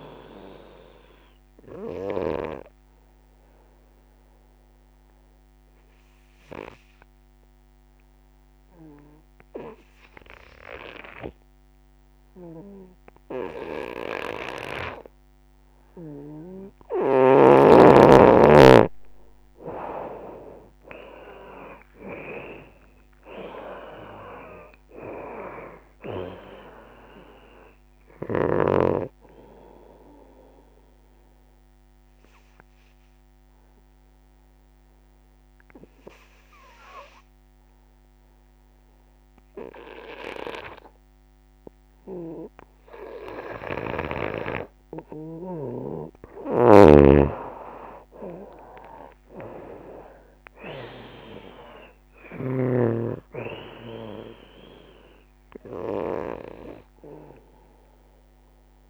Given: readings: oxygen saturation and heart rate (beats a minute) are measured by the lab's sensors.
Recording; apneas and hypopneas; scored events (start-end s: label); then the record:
breathing in sleep by a microphone on the trachea; 2
0.00-4.50 s: drop in pulse transit time (device-marked, heart rate 74 extreme)
0.00-15.50 s: oxygen desaturation (device-marked, oxygen 85% lowest, heart rate 63 extreme)
3.50-18.00 s: obstructive apnea (oxygen 95% before, 85% lowest, heart rate 77 before, 63 extreme, up 28 after)
15.50-17.50 s: long interval between heartbeats (device-marked, heart rate 77 before, 63 extreme)
17.50-41.50 s: oxygen desaturation (device-marked, oxygen 96% before, 85% lowest, heart rate 75 before, 66 extreme)
19.50-23.50 s: arousal
19.50-31.50 s: drop in pulse transit time (device-marked, heart rate 72 before, 69 extreme)
30.50-45.50 s: obstructive apnea (oxygen 96% before, 85% lowest, heart rate 77 before, 67 extreme, up 21 after)
47.50-50.50 s: arousal
47.50-58.50 s: drop in pulse transit time (device-marked, heart rate 74 before, 73 extreme)
48.50-58.90 s: oxygen desaturation (device-marked, oxygen 96% before, 86% lowest, heart rate 73 before, 66 extreme)
From the record:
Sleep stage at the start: N2 (light sleep); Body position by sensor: on the right side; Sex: female